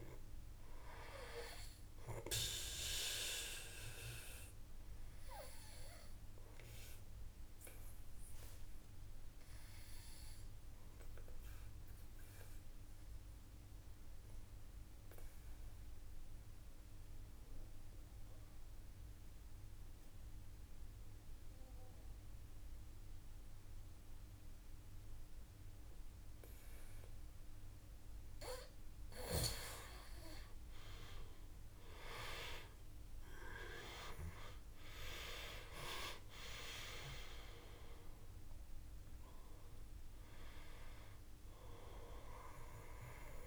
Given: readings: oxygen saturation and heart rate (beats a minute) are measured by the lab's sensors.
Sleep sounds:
breathing in sleep by a room microphone; 1
0.00-21.00 s: oxygen desaturation (device-marked, oxygen 90% lowest, heart rate 54 extreme)
4.00-25.00 s: obstructive apnea (oxygen 97% before, 89% lowest, heart rate 56 before, 53 extreme, up 2 after)
31.00-36.00 s: arousal
35.00-43.47 s: oxygen desaturation (device-marked, oxygen 97% before, 89% lowest, heart rate 55 before, 51 extreme)
From the record:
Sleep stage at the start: N2 (light sleep); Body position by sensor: on the back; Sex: male

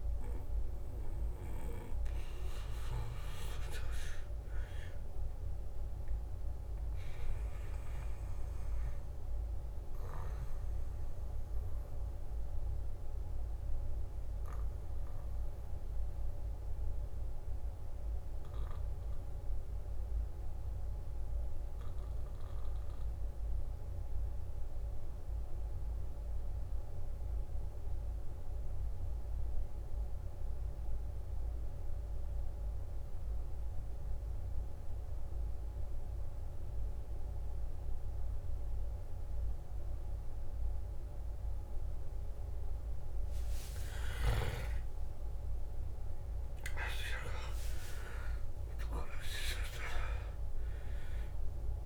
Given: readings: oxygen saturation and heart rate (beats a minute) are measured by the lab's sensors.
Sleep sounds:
breathing in sleep by a room microphone; 1
0.00-12.00 s: oxygen desaturation (device-marked, oxygen 85% lowest, heart rate 54 extreme)
10.50-43.50 s: obstructive apnea (oxygen 91% before, 86% lowest, heart rate 68 before, 54 extreme, up 17 after)
33.00-51.86 s: oxygen desaturation (device-marked, oxygen 98% before, 86% lowest, heart rate 57 before, 54 extreme)
44.50-48.50 s: arousal
From the record:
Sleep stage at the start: N2 (light sleep); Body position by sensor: on the back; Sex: male

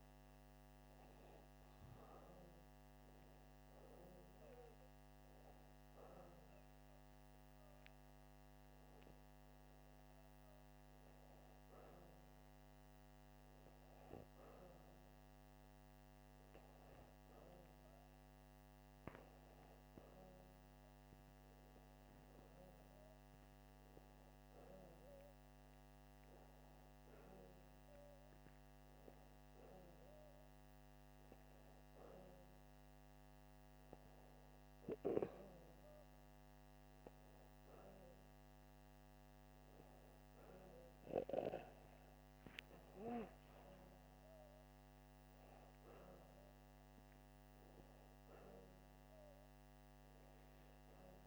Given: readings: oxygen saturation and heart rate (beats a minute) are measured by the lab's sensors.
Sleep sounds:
breathing in sleep by a microphone on the trachea; none
0.00-8.50 s: oxygen desaturation (device-marked, oxygen 92% lowest, heart rate 82 extreme)
From the record:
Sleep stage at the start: N2 (light sleep); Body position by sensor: upright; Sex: male

